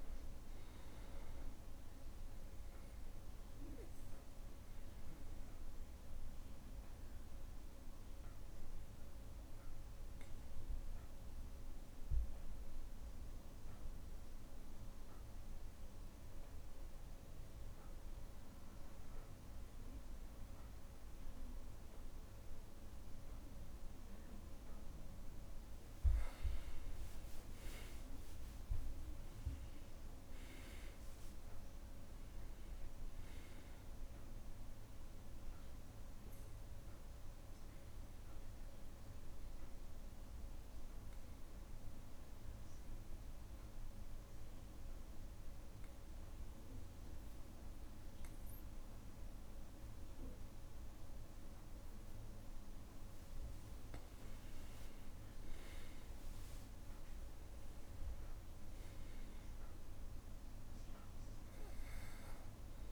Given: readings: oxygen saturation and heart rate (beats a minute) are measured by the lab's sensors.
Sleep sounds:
breathing in sleep, hard to hear, by a room microphone; 2
0.00-17.00 s: oxygen desaturation (device-marked, oxygen 98% before, 92% lowest, heart rate 63 before, 60 extreme)
3.00-23.50 s: obstructive apnea (oxygen 98% before, 91% lowest, heart rate 63 before, 60 extreme, up 3 after)
26.00-30.00 s: arousal
32.00-50.00 s: oxygen desaturation (device-marked, oxygen 98% before, 91% lowest, heart rate 62 before, 62 extreme)
36.00-53.50 s: obstructive apnea (oxygen 98% before, 90% lowest, heart rate 63 before, 61 extreme, up 3 after)
56.00-59.50 s: arousal
From the record:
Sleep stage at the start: N2 (light sleep); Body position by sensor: on the back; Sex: male

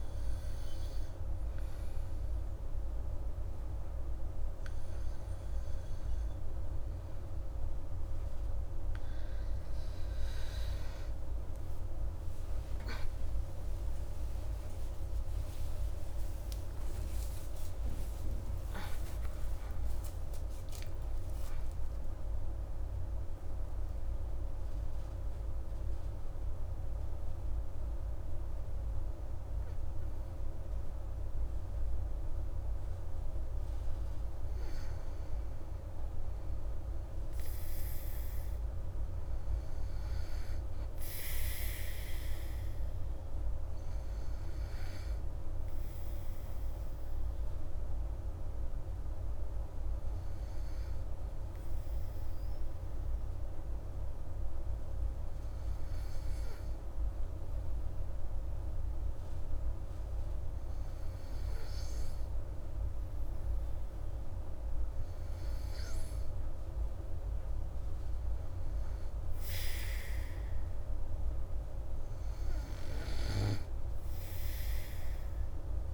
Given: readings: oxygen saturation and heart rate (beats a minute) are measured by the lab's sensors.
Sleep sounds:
breathing in sleep, hard to hear, by a room microphone; 1
11.00-16.50 s: arousal
49.00-59.00 s: oxygen desaturation (device-marked, oxygen 99% before, 95% lowest, heart rate 144 before, 93 extreme)
51.00-64.50 s: hypopnea (oxygen 99% before, 95% lowest, heart rate 142 before, 97 extreme)
68.00-72.00 s: arousal
From the record:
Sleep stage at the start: N2 (light sleep); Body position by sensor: on the back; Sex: female

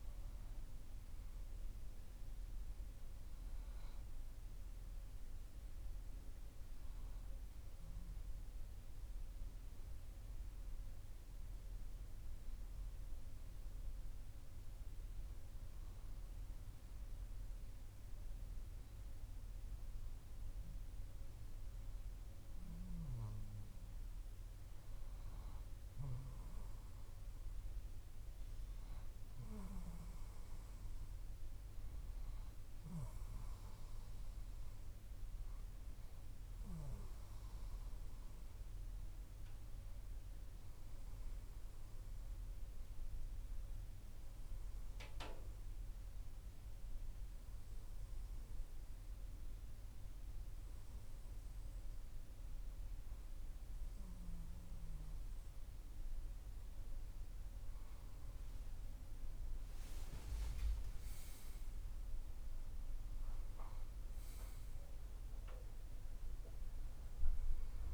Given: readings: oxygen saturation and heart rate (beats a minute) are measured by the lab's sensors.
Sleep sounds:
breathing in sleep, hard to hear, by a room microphone; 2
8.00-21.50 s: hypopnea (oxygen 95% before, 94% lowest, heart rate 64 before, 59 extreme, up 0 after)
23.00-26.50 s: arousal
41.50-55.50 s: obstructive apnea (oxygen 96% before, 94% lowest, heart rate 60 before, 55 extreme, up 5 after)
57.50-62.00 s: arousal
From the record:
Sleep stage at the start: N2 (light sleep); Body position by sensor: on the back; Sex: male

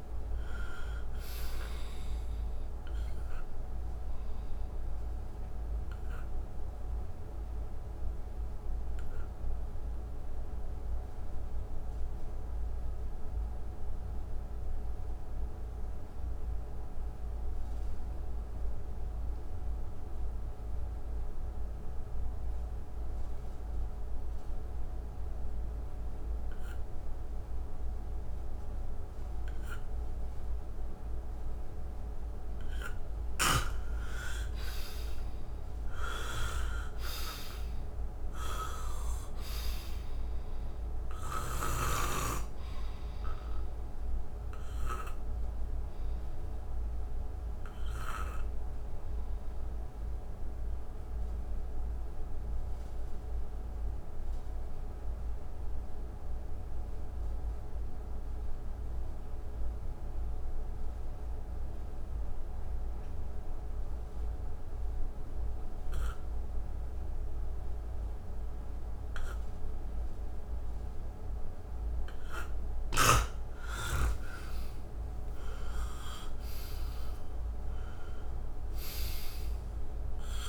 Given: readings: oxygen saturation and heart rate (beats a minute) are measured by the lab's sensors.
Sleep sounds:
breathing in sleep by a room microphone; 2
0.00-17.00 s: oxygen desaturation (device-marked, oxygen 82% lowest, heart rate 59 extreme)
4.50-33.00 s: obstructive apnea (oxygen 98% before, 82% lowest, heart rate 68 before, 59 extreme, up 10 after)
29.00-56.00 s: oxygen desaturation (device-marked, oxygen 98% before, 82% lowest, heart rate 62 before, 59 extreme)
34.50-38.50 s: arousal
45.00-72.50 s: obstructive apnea (oxygen 98% before, 81% lowest, heart rate 68 before, 59 extreme, up 10 after)
70.00-80.49 s: oxygen desaturation (device-marked, oxygen 98% before, 82% lowest, heart rate 64 before, 59 extreme)
74.00-78.50 s: arousal
From the record:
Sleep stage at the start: N2 (light sleep); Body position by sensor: on the back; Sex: male

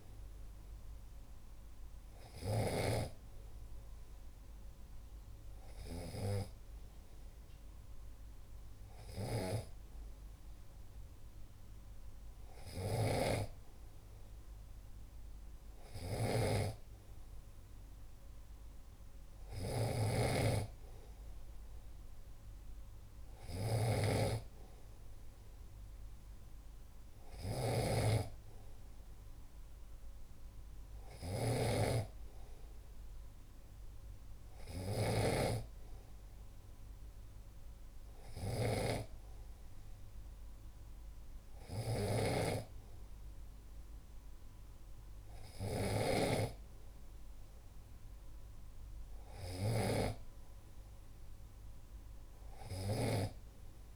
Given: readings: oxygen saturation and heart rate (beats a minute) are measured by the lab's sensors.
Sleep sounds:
breathing in sleep by a room microphone; none
0.00-3.00 s: snoring (device-marked)
12.50-53.96 s: snoring (device-marked)
From the record:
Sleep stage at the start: N2 (light sleep); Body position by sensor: on the back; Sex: male

